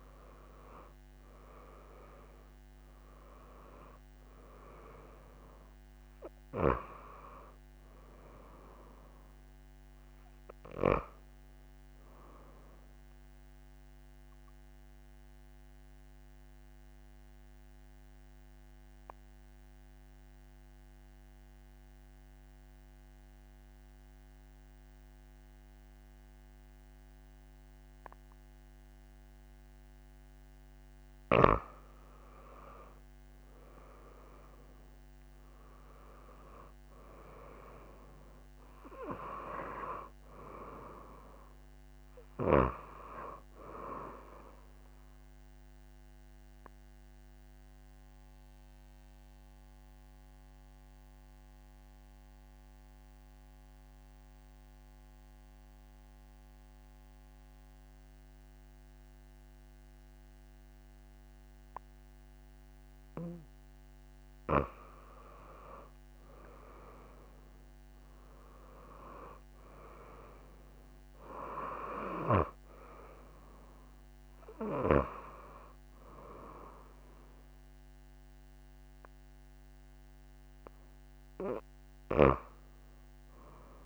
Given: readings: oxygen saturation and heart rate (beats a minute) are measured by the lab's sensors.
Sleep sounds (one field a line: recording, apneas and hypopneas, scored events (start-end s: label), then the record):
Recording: breathing in sleep by a microphone on the trachea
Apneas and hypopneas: 2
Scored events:
0.00-24.00 s: oxygen desaturation (device-marked, oxygen 97% before, 91% lowest)
13.00-29.50 s: obstructive apnea (oxygen 98% before, 91% lowest)
32.50-35.00 s: arousal
33.00-57.00 s: oxygen desaturation (device-marked, oxygen 98% before, 91% lowest)
47.00-63.50 s: obstructive apnea (oxygen 98% before, 90% lowest)
66.00-68.50 s: arousal
71.00-83.86 s: oxygen desaturation (device-marked, oxygen 97% before, 92% lowest)
81.00-83.86 s: arousal
From the record:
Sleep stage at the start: N2 (light sleep)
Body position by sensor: on the back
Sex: female